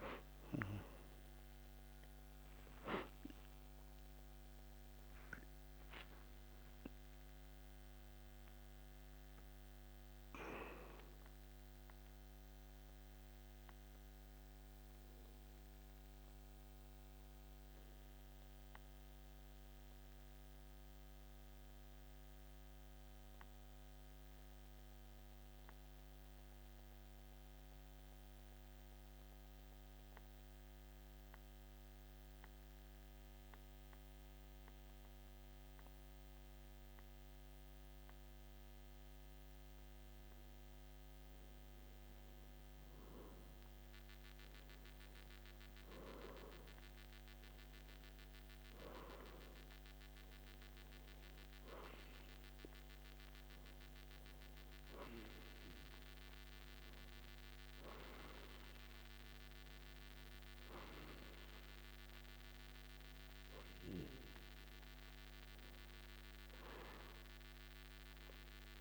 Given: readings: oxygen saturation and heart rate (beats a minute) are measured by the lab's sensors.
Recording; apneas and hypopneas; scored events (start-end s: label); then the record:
a person partly awake in a sleep study, by a microphone on the trachea; 1
9.50-68.81 s: new sleep stage, N1 (lightest sleep)
12.00-39.50 s: obstructive apnea (oxygen 99% before, 91% lowest, heart rate 57 before, 52 extreme, up 2 after)
39.50-44.00 s: arousal
54.50-68.81 s: oxygen desaturation (device-marked, oxygen 97% before, 91% lowest, heart rate 53 before, 51 extreme)
From the record:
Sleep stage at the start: awake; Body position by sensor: on the back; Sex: male